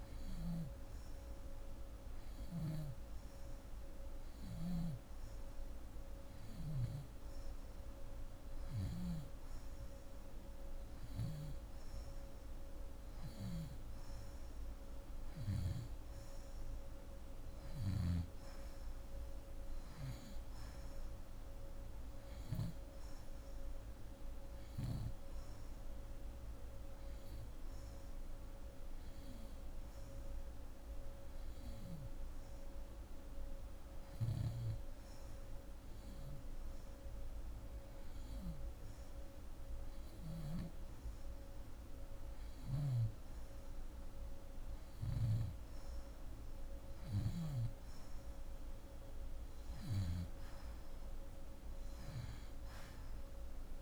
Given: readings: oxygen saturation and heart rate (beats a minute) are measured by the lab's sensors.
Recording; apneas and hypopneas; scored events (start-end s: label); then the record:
breathing in sleep, hard to hear, by a room microphone; 1
26.50-43.50 s: hypopnea (oxygen 88% before, 86% lowest)
45.50-49.00 s: arousal
From the record:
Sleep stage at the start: N2 (light sleep); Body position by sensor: on the back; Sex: female